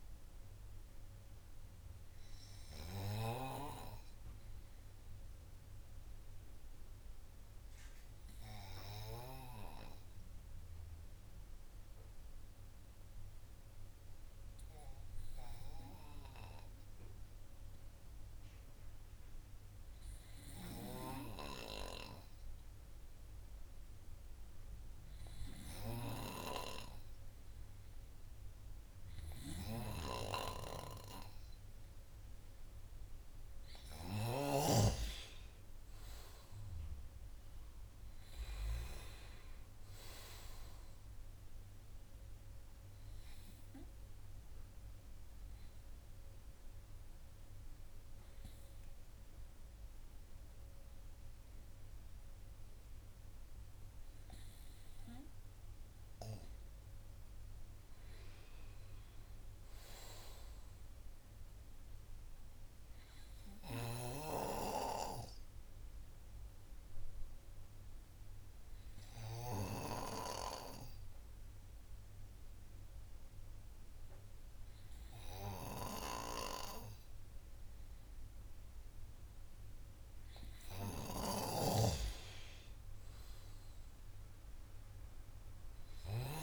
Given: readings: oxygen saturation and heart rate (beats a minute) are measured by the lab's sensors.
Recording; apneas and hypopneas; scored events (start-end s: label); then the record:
breathing in sleep by a room microphone; 3
5.00-20.00 s: obstructive apnea (oxygen 98% before, 94% lowest, heart rate 66 before, 50 extreme, up 31 after)
35.00-38.50 s: arousal
44.00-56.50 s: hypopnea (oxygen 98% before, 95% lowest, heart rate 70 before, 51 extreme, up 7 after)
57.50-60.50 s: arousal
65.00-82.00 s: hypopnea (oxygen 98% before, 95% lowest, heart rate 62 before, 51 extreme, up 16 after)
81.00-86.43 s: snoring (device-marked)
84.00-86.43 s: arousal
From the record:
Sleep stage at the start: N2 (light sleep); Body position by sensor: on the right side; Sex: male